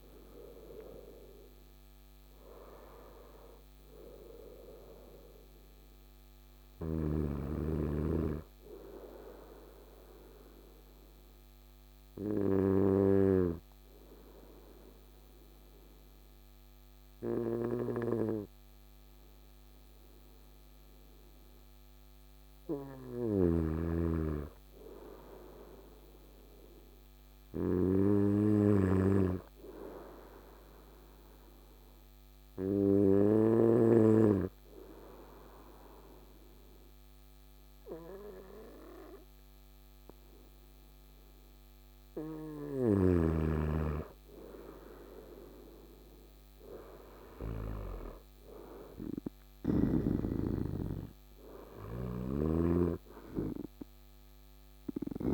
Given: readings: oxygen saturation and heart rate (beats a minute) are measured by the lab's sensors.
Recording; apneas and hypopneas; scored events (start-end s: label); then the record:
breathing in sleep by a microphone on the trachea; 2
7.50-21.50 s: obstructive apnea (oxygen 99% before, 95% lowest, heart rate 59 before, 54 extreme, up 5 after)
22.50-33.50 s: snoring (device-marked)
24.00-28.00 s: arousal
31.00-42.00 s: obstructive apnea (oxygen 99% before, 94% lowest, heart rate 56 before, 55 extreme, up 7 after)
44.00-48.50 s: arousal
51.50-55.33 s: snoring (device-marked)
From the record:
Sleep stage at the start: N2 (light sleep); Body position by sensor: on the right side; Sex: male